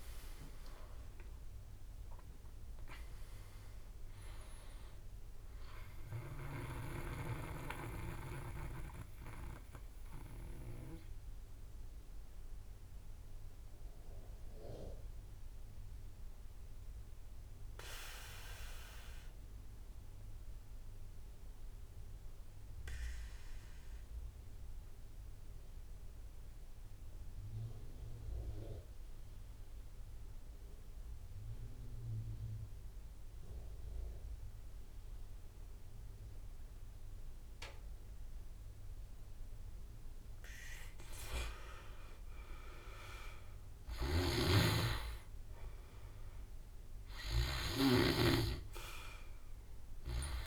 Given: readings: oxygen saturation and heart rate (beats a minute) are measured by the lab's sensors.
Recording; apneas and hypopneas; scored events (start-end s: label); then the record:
breathing in sleep by a room microphone; 1
0.00-1.00 s: arousal
0.00-13.00 s: drop in pulse transit time (device-marked, heart rate 52 before, 45 extreme)
0.00-14.00 s: oxygen desaturation (device-marked, oxygen 90% lowest, heart rate 45 extreme)
7.50-39.50 s: mixed apnea (oxygen 99% before, 87% lowest, heart rate 59 before, 45 extreme, up 18 after)
40.00-50.46 s: oxygen desaturation (device-marked, oxygen 99% before, 87% lowest, heart rate 48 before, 49 extreme)
41.00-44.50 s: arousal
43.50-47.50 s: snoring (device-marked)
47.00-50.46 s: drop in pulse transit time (device-marked, heart rate 52 before, 50 extreme)
From the record:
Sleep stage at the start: N2 (light sleep); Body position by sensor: on the back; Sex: male